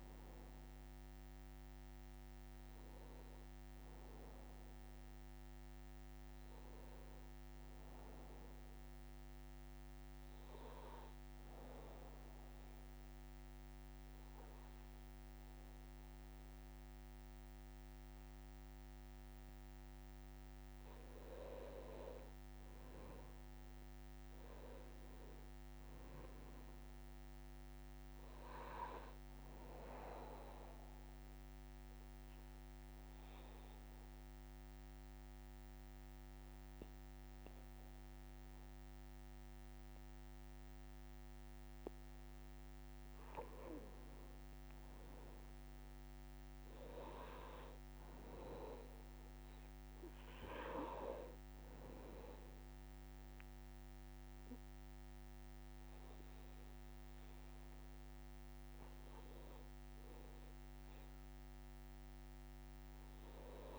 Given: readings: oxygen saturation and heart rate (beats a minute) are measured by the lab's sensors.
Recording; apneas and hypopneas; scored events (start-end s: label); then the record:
breathing in sleep by a microphone on the trachea; 2
5.00-8.00 s: arousal
11.50-22.00 s: obstructive apnea (oxygen 95% before, 91% lowest, heart rate 63 before, 62 extreme, up 1 after)
23.50-27.00 s: arousal
26.00-44.00 s: oxygen desaturation (device-marked, oxygen 95% before, 91% lowest, heart rate 63 before, 62 extreme)
31.50-42.50 s: obstructive apnea (oxygen 95% before, 91% lowest, heart rate 63 before, 62 extreme, up 1 after)
44.50-49.50 s: arousal
From the record:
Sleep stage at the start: N2 (light sleep); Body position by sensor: on the back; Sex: male